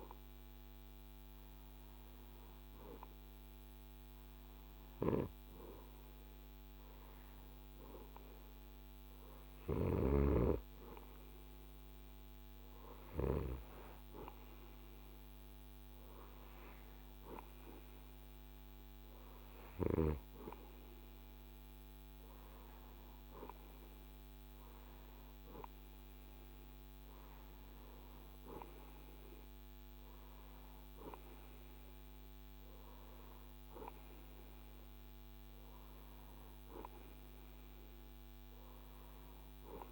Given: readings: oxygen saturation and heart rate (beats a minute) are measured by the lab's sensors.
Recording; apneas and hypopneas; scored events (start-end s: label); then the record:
breathing in sleep by a microphone on the trachea; none
none scored
From the record:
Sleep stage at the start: REM sleep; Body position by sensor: on the right side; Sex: male